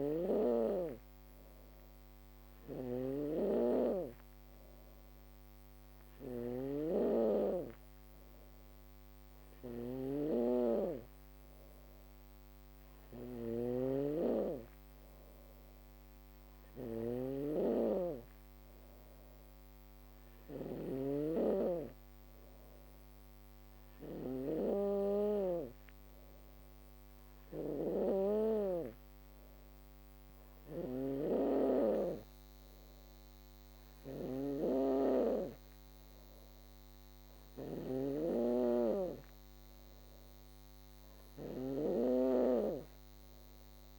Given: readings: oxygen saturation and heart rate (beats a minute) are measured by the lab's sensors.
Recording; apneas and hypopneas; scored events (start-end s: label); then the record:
breathing in sleep by a microphone on the trachea; none
0.00-43.99 s: snoring (device-marked)
From the record:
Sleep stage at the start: N2 (light sleep); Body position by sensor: on the back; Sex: female